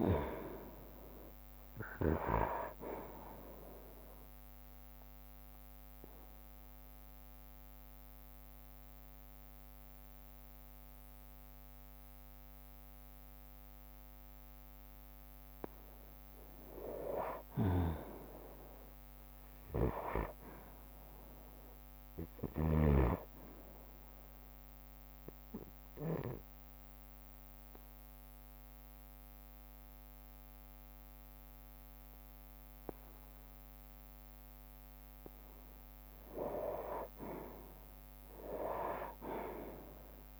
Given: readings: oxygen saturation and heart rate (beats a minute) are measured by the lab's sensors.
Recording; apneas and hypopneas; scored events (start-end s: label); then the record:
breathing in sleep by a microphone on the trachea; 2
0.00-7.00 s: drop in pulse transit time (device-marked, heart rate 60 extreme)
4.50-15.50 s: obstructive apnea (oxygen 97% before, 92% lowest, heart rate 62 before, 59 extreme, up 5 after)
17.50-20.50 s: arousal
25.00-36.00 s: obstructive apnea (oxygen 97% before, 92% lowest, heart rate 63 before, 59 extreme, up 7 after)
37.00-40.40 s: oxygen desaturation (device-marked, oxygen 97% before, 93% lowest, heart rate 63 before, 53 extreme)
37.50-40.40 s: arousal
From the record:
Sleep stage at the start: N2 (light sleep); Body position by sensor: on the right side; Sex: male